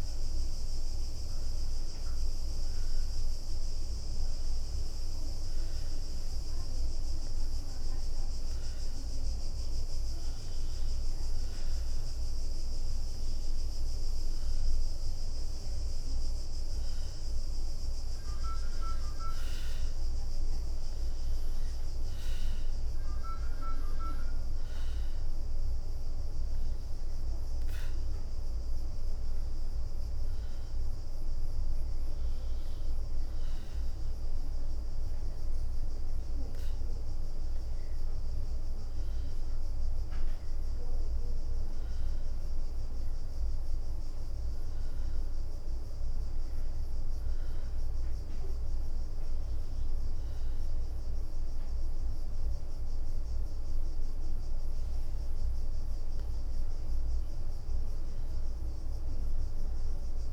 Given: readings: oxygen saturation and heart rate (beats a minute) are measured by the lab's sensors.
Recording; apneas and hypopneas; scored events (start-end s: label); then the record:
breathing in sleep, hard to hear, by a room microphone; 2
0.50-15.00 s: hypopnea (oxygen 98% before, 94% lowest, heart rate 72 before, 70 extreme, up 5 after)
1.00-10.00 s: leg movement (device-marked)
17.00-20.50 s: arousal
22.00-30.50 s: leg movement (device-marked)
38.00-41.50 s: arousal
40.00-44.50 s: leg movement (device-marked)
43.50-55.00 s: obstructive apnea (oxygen 96% before, 93% lowest, heart rate 71 before, 65 extreme, up 7 after)
57.50-60.33 s: arousal
58.50-60.33 s: leg movement (device-marked)
From the record:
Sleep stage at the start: N2 (light sleep); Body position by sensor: on the back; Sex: female